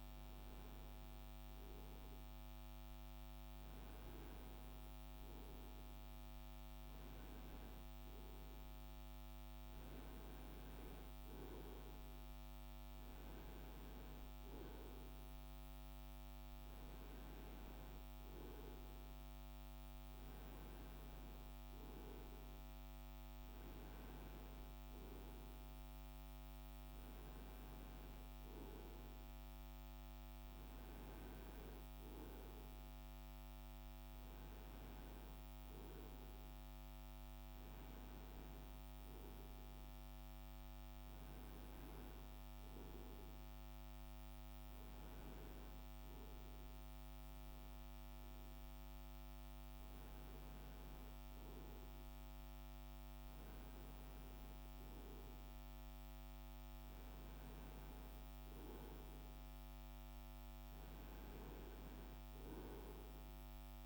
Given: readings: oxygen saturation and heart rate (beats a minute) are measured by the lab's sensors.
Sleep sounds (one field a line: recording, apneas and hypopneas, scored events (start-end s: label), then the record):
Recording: breathing in sleep, hard to hear, by a microphone on the trachea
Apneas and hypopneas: none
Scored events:
none scored
From the record:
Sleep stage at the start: N2 (light sleep)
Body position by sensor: on the right side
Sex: male